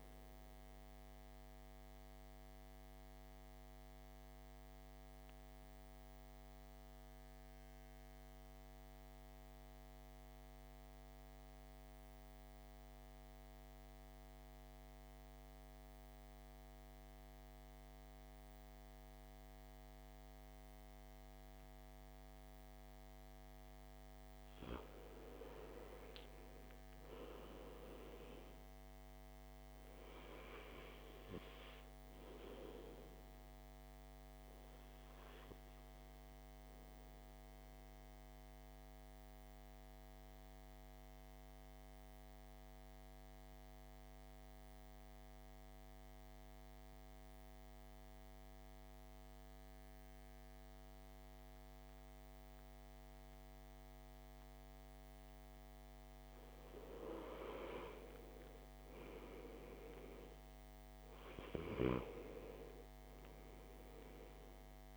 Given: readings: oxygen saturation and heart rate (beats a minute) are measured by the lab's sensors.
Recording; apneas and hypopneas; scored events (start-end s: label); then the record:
breathing in sleep by a microphone on the trachea; 2
0.00-18.50 s: oxygen desaturation (device-marked, oxygen 87% lowest, heart rate 53 extreme)
2.00-23.00 s: central apnea (oxygen 98% before, 86% lowest, heart rate 62 before, 53 extreme, up 6 after)
25.00-28.50 s: arousal
27.50-52.50 s: oxygen desaturation (device-marked, oxygen 99% before, 86% lowest, heart rate 57 before, 53 extreme)
35.50-56.00 s: central apnea (oxygen 99% before, 86% lowest, heart rate 59 before, 53 extreme, up 8 after)
58.00-61.50 s: arousal
From the record:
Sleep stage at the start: N2 (light sleep); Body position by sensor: on the back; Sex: male